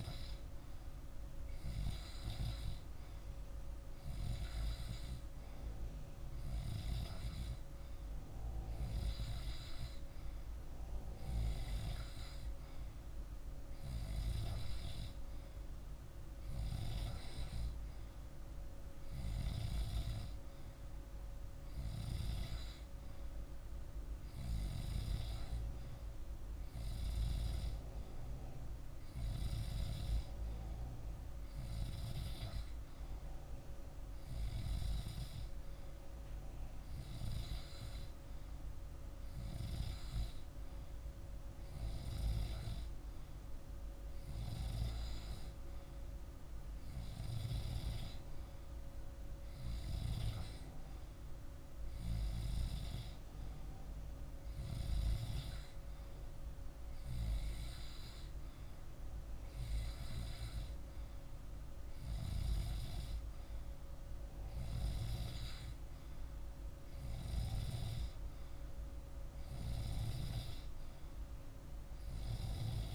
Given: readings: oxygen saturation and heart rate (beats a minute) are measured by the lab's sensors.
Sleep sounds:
breathing in sleep by a room microphone; none
none scored
From the record:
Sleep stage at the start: N2 (light sleep); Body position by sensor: on the back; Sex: male

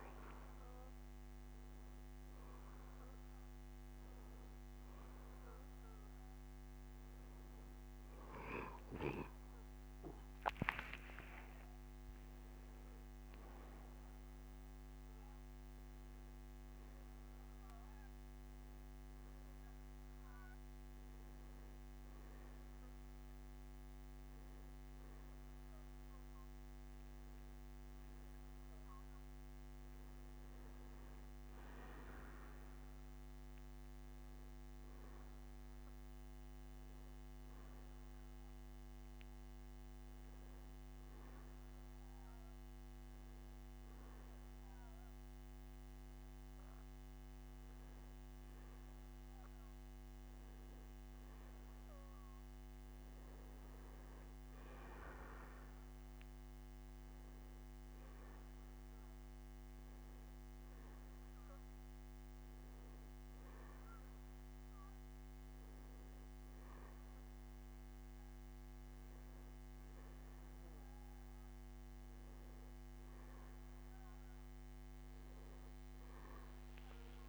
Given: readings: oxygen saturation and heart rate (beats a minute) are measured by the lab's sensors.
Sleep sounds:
breathing in sleep, hard to hear, by a microphone on the trachea; none
7.00-10.50 s: arousal
13.00-28.00 s: bradycardia (device-marked, heart rate 86 before, 45 extreme)
35.00-54.00 s: bradycardia (device-marked, heart rate 84 before, 45 extreme)
68.00-73.00 s: bradycardia (device-marked, heart rate 82 before, 54 extreme)
From the record:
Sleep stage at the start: N1 (lightest sleep); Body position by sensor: on the back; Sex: male

